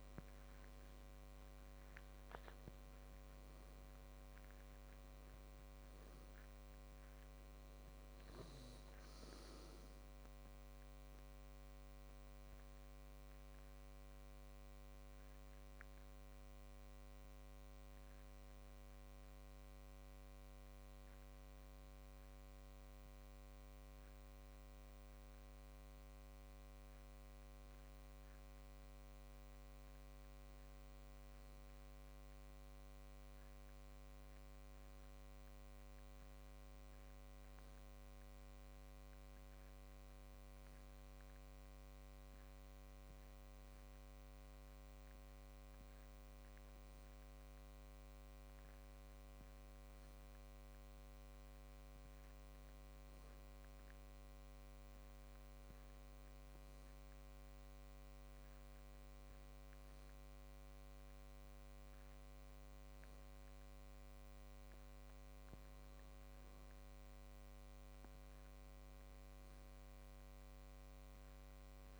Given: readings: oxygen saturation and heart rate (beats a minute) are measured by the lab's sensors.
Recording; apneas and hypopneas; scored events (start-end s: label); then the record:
breathing in sleep, hard to hear, by a microphone on the trachea; none
1.50-6.00 s: arousal
22.00-71.99 s: new sleep stage, N2 (light sleep)
From the record:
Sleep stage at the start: N1 (lightest sleep); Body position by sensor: on the back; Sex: male